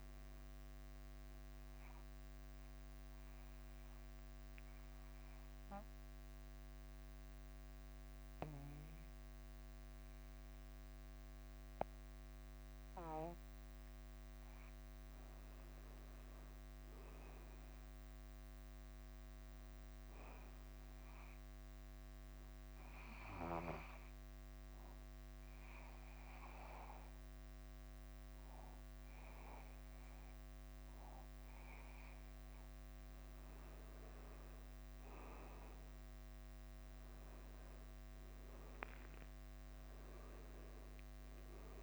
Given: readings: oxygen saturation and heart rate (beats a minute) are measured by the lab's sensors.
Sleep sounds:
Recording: breathing in sleep by a microphone on the trachea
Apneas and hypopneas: 2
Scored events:
0.50-41.83 s: bradycardia (device-marked, heart rate 51 before, 35 extreme)
1.50-11.50 s: oxygen desaturation (device-marked, oxygen 99% before, 96% lowest, heart rate 55 before, 35 extreme)
1.50-13.50 s: central apnea (oxygen 99% before, 96% lowest, heart rate 55 before, 35 extreme, up 15 after)
2.00-4.00 s: long interval between heartbeats (device-marked, heart rate 55 before, 65 extreme)
15.50-19.00 s: arousal
23.00-33.00 s: obstructive apnea (oxygen 99% before, 96% lowest, heart rate 46 before, 47 extreme, up 4 after)
36.00-39.50 s: arousal
From the record:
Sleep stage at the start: N2 (light sleep)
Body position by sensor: on the back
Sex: male

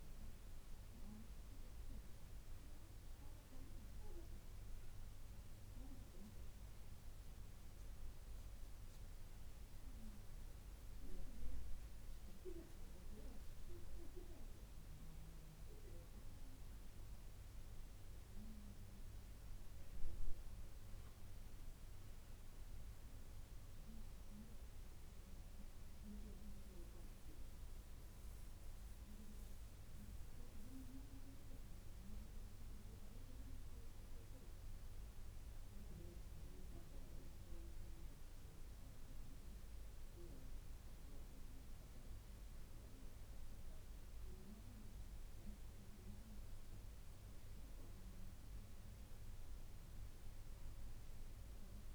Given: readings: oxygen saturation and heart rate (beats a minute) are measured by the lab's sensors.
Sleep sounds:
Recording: breathing in sleep by a room microphone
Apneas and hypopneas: none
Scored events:
none scored
From the record:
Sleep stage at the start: N1 (lightest sleep)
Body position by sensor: on the back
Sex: female

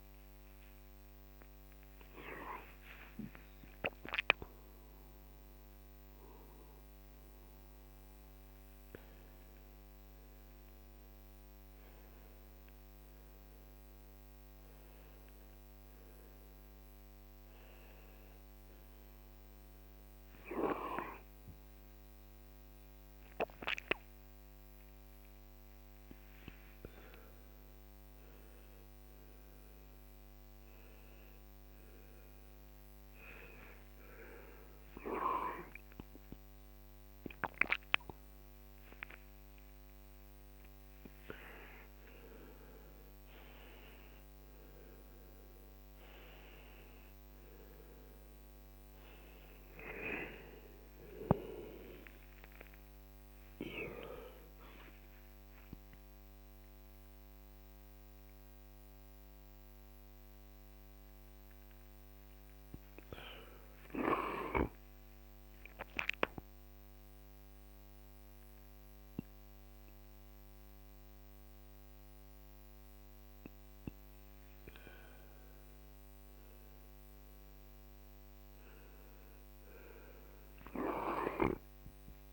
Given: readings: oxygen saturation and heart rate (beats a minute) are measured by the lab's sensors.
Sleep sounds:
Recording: a person awake in a sleep study, by a microphone on the trachea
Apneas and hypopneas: none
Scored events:
0.00-5.00 s: arousal
18.00-82.33 s: new sleep stage, awake
From the record:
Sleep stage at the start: N1 (lightest sleep)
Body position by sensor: on the right side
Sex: male

